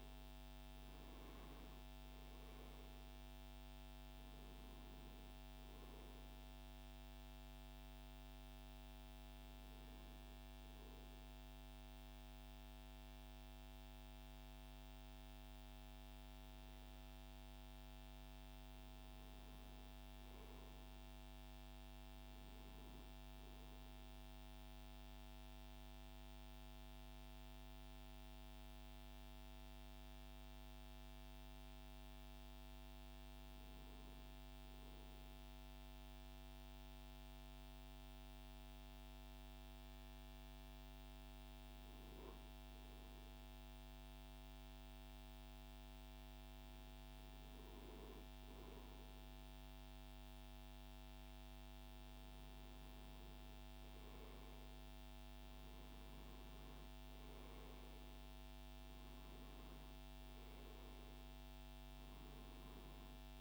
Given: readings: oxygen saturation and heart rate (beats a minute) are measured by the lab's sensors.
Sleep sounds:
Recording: breathing in sleep, hard to hear, by a microphone on the trachea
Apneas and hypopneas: 1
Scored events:
0.00-14.00 s: oxygen desaturation (device-marked, oxygen 94% lowest, heart rate 63 extreme)
16.50-22.00 s: arousal
25.50-43.00 s: hypopnea (oxygen 98% before, 95% lowest, heart rate 107 before, 49 extreme, up 18 after)
43.50-48.50 s: arousal
From the record:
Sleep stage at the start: N2 (light sleep)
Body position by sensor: on the right side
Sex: male

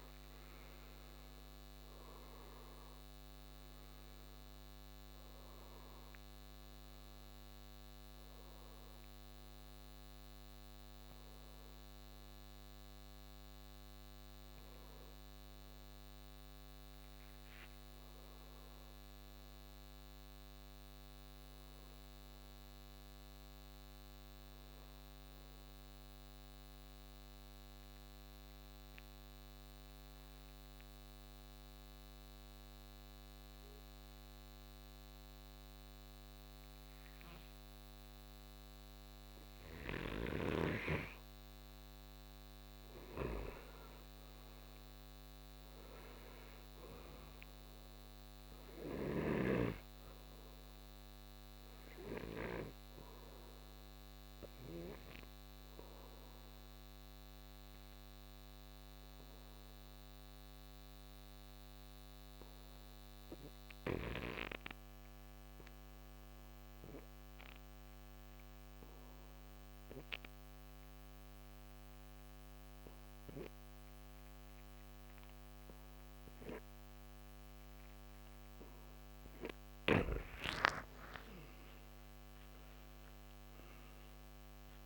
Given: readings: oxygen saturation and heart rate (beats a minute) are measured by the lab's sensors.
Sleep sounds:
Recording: breathing in sleep by a microphone on the trachea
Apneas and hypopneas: 2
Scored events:
0.00-2.00 s: arousal
0.00-17.00 s: oxygen desaturation (device-marked, oxygen 85% lowest, heart rate 58 extreme)
17.50-21.50 s: arousal
26.00-40.00 s: obstructive apnea (oxygen 98% before, 84% lowest, heart rate 72 before, 61 extreme, up 10 after)
40.00-63.00 s: oxygen desaturation (device-marked, oxygen 96% before, 88% lowest, heart rate 66 before, 62 extreme)
41.50-45.50 s: arousal
53.00-79.00 s: obstructive apnea (oxygen 98% before, 84% lowest, heart rate 67 before, 57 extreme, up 8 after)
72.00-84.86 s: oxygen desaturation (device-marked, oxygen 96% before, 84% lowest, heart rate 65 before, 57 extreme)
81.00-84.86 s: arousal
From the record:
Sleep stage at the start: N2 (light sleep)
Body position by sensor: on the right side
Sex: male

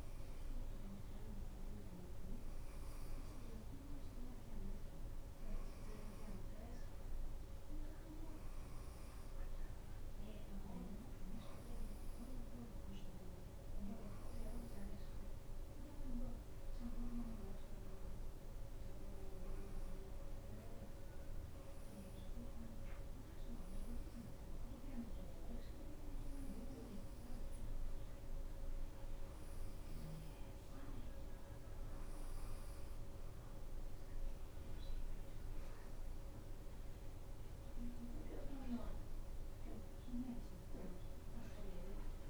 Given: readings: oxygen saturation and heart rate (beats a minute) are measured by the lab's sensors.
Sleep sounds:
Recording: a person awake in a sleep study, by a room microphone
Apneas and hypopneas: none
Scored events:
none scored
From the record:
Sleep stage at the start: awake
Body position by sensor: upright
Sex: female

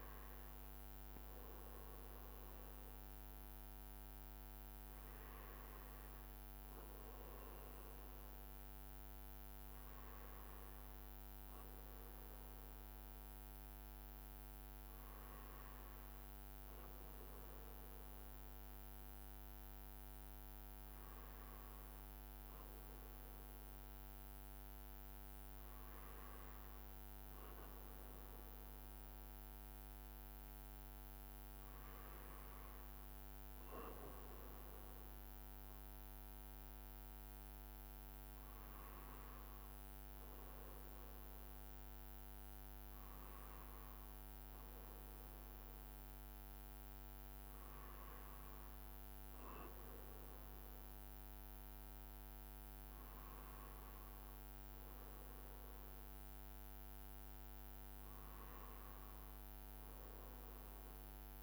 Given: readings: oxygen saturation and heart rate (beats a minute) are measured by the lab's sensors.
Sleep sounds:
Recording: breathing in sleep, hard to hear, by a microphone on the trachea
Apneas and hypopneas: none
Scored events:
4.50-61.43 s: new sleep stage, N1 (lightest sleep)
From the record:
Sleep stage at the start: N2 (light sleep)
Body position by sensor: on the right side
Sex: male

